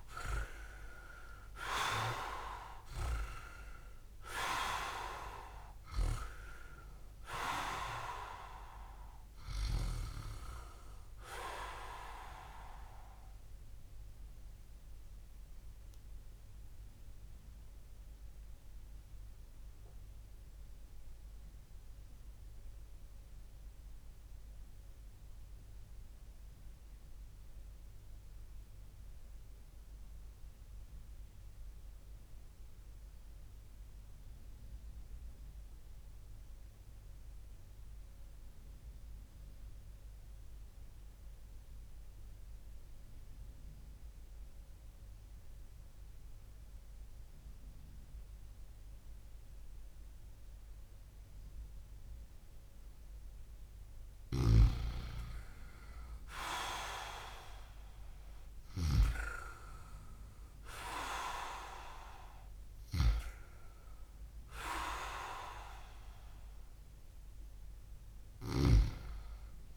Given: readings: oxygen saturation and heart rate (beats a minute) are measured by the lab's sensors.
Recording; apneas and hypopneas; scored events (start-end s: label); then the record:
breathing in sleep by a room microphone; 1
0.00-2.50 s: arousal
0.00-20.50 s: oxygen desaturation (device-marked, oxygen 89% lowest)
14.00-52.00 s: obstructive apnea (oxygen 97% before, 90% lowest)
54.00-57.00 s: arousal
54.00-58.50 s: snoring (device-marked)
54.50-69.50 s: oxygen desaturation (device-marked, oxygen 99% before, 94% lowest)
From the record:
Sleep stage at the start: REM sleep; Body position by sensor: on the back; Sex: male